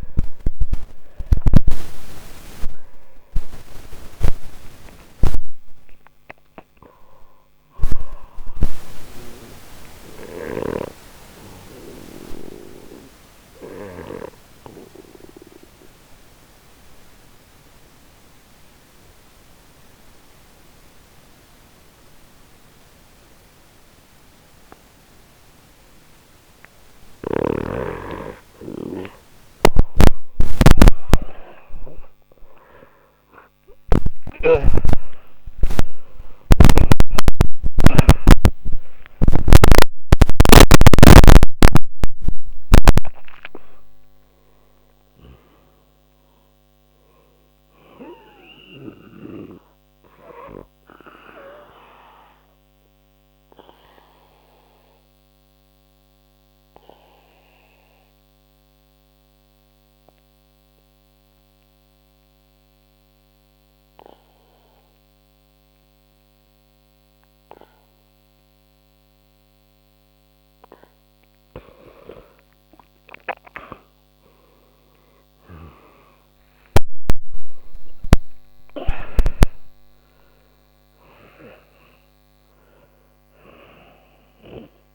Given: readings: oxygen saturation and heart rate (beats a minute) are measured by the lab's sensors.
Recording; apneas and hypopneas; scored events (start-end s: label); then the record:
breathing in sleep by a microphone on the trachea; 2
0.00-2.00 s: arousal
10.00-26.50 s: obstructive apnea (oxygen 94% before, 93% lowest)
32.00-40.00 s: arousal
34.50-51.50 s: oxygen desaturation (device-marked, oxygen 97% before, 93% lowest)
51.00-71.00 s: obstructive apnea (oxygen 97% before, 89% lowest, heart rate 134 before, 30 extreme, up 12 after)
74.00-79.50 s: arousal
77.50-84.95 s: oxygen desaturation (device-marked, oxygen 98% before, 89% lowest, heart rate 61 before, 60 extreme)
From the record:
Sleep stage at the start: N2 (light sleep); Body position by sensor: on the back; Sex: male